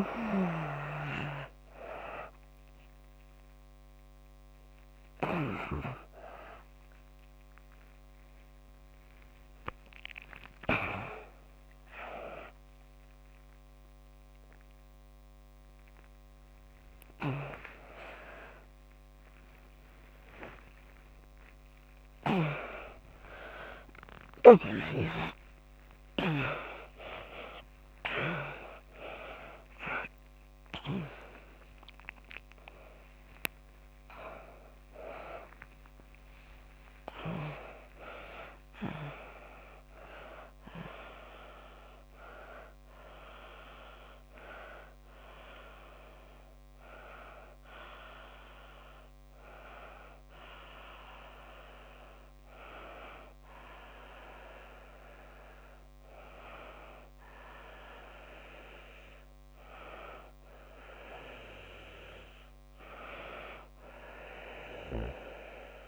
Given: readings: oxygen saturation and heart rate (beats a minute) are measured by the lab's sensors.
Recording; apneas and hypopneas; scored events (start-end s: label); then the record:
a person partly awake in a sleep study, by a microphone on the trachea; none
0.00-32.50 s: oxygen desaturation (device-marked, oxygen 65% lowest)
28.50-58.50 s: new sleep stage, N1 (lightest sleep)
58.50-65.88 s: new sleep stage, N2 (light sleep)
From the record:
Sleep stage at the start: awake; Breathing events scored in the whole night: 360 in 4.1 hours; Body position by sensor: on the back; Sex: female